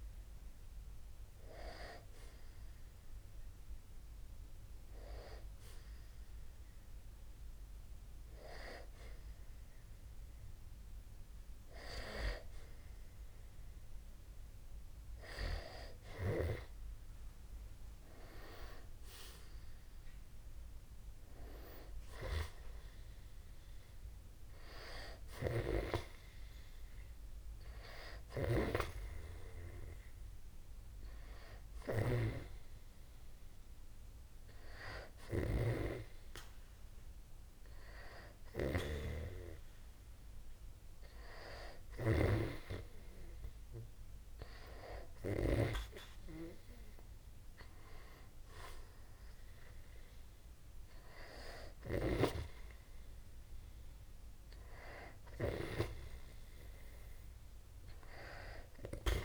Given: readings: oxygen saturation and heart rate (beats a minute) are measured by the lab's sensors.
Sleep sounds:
breathing in sleep by a room microphone; none
0.00-8.50 s: oxygen desaturation (device-marked, oxygen 90% lowest, heart rate 50 extreme)
31.50-42.00 s: snoring (device-marked)
From the record:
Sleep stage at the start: N2 (light sleep); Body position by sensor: on the back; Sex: male

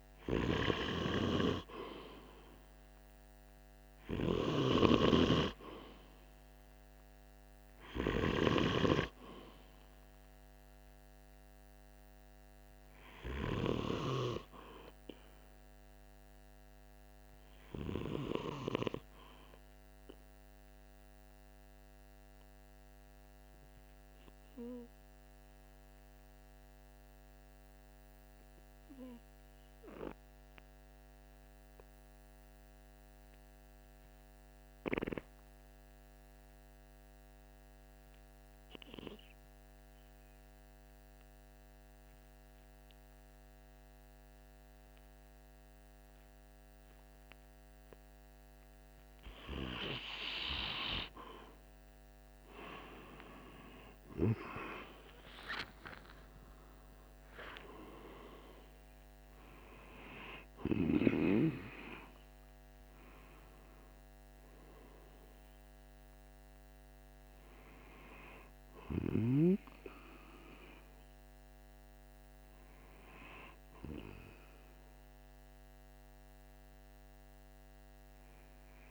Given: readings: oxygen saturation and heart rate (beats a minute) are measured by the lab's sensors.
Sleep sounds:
breathing in sleep by a microphone on the trachea; 1
0.00-24.50 s: oxygen desaturation (device-marked, oxygen 92% lowest, heart rate 44 extreme)
19.00-47.50 s: obstructive apnea (oxygen 97% before, 91% lowest, heart rate 48 before, 44 extreme, up 2 after)
52.00-56.50 s: arousal
59.50-78.91 s: oxygen desaturation (device-marked, oxygen 96% before, 91% lowest, heart rate 45 before, 43 extreme)
From the record:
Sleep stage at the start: N2 (light sleep); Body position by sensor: on the right side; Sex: male

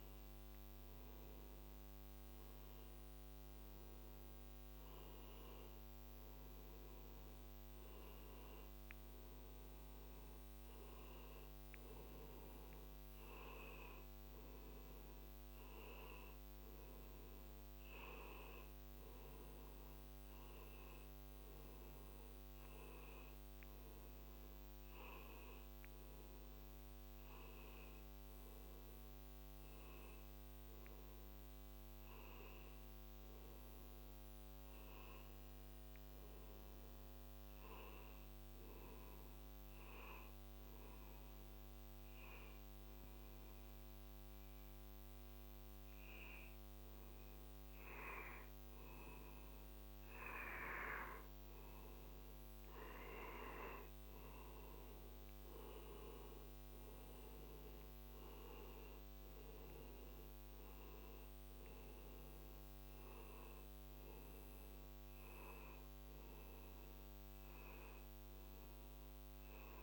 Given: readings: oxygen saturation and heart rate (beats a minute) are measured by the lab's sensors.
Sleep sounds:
breathing in sleep by a microphone on the trachea; 1
26.50-30.50 s: arousal
39.00-50.50 s: hypopnea (oxygen 96% before, 88% lowest, heart rate 60 before, 58 extreme, up 6 after)
52.50-56.00 s: arousal
56.00-69.00 s: oxygen desaturation (device-marked, oxygen 92% before, 88% lowest, heart rate 59 before, 58 extreme)
From the record:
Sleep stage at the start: N2 (light sleep); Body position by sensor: on the back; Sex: male

